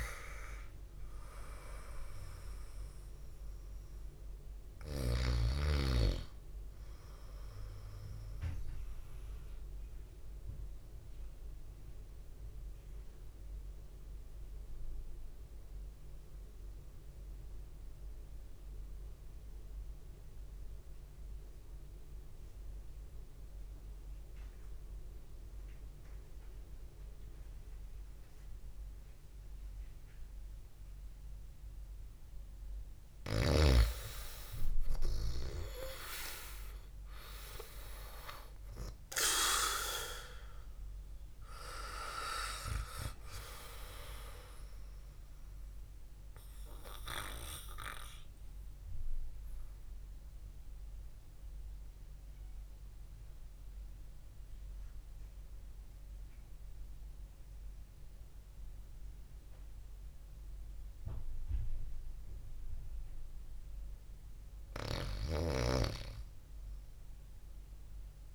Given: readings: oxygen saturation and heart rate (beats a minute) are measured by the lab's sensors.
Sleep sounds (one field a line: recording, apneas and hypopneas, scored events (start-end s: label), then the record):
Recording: breathing in sleep by a room microphone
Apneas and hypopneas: 2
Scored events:
0.00-7.50 s: oxygen desaturation (device-marked, oxygen 94% lowest, heart rate 50 extreme)
10.50-33.00 s: obstructive apnea (oxygen 100% before, 90% lowest, heart rate 75 before, 44 extreme, up 8 after)
35.50-39.00 s: arousal
38.50-67.50 s: oxygen desaturation (device-marked, oxygen 99% before, 90% lowest, heart rate 55 before, 56 extreme)
48.00-63.50 s: obstructive apnea (oxygen 99% before, 90% lowest, heart rate 52 before, 62 extreme, up 9 after)
65.50-68.35 s: arousal
From the record:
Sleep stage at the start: REM sleep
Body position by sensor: on the back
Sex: male